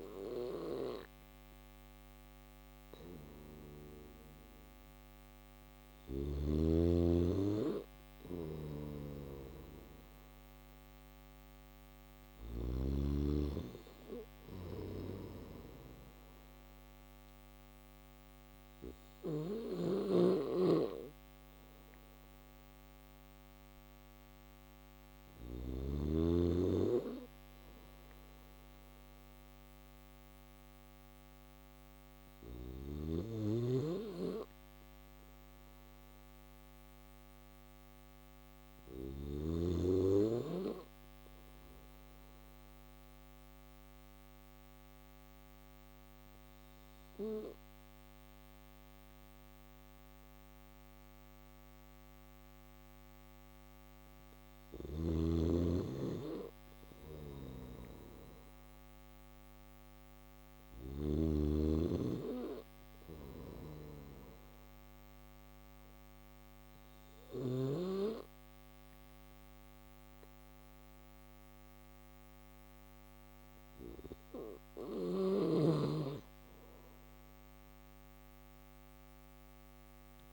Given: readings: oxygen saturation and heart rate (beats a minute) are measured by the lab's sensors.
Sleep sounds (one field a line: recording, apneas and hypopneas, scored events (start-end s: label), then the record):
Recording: breathing in sleep by a microphone on the trachea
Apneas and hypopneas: none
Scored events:
7.00-24.50 s: snoring (device-marked)
56.00-60.00 s: snoring (device-marked)
62.00-66.50 s: snoring (device-marked)
73.50-79.50 s: snoring (device-marked)
From the record:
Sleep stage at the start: N3 (deep sleep)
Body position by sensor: on the back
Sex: male